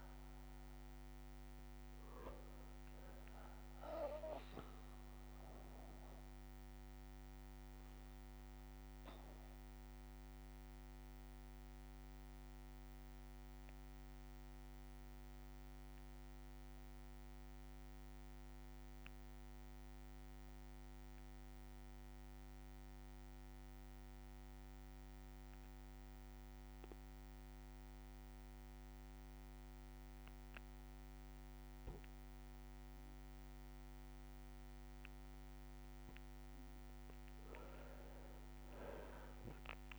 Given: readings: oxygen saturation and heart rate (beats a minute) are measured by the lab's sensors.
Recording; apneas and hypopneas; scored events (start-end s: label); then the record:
breathing in sleep, hard to hear, by a microphone on the trachea; 1
0.00-18.00 s: oxygen desaturation (device-marked, oxygen 92% lowest, heart rate 58 extreme)
6.00-27.00 s: bradycardia (device-marked, heart rate 64 before, 58 extreme)
6.00-34.00 s: obstructive apnea (oxygen 99% before, 92% lowest, heart rate 62 before, 57 extreme, up 6 after)
32.00-39.99 s: oxygen desaturation (device-marked, oxygen 99% before, 92% lowest, heart rate 59 before, 57 extreme)
37.50-39.99 s: arousal
From the record:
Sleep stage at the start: N2 (light sleep); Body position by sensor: on the back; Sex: male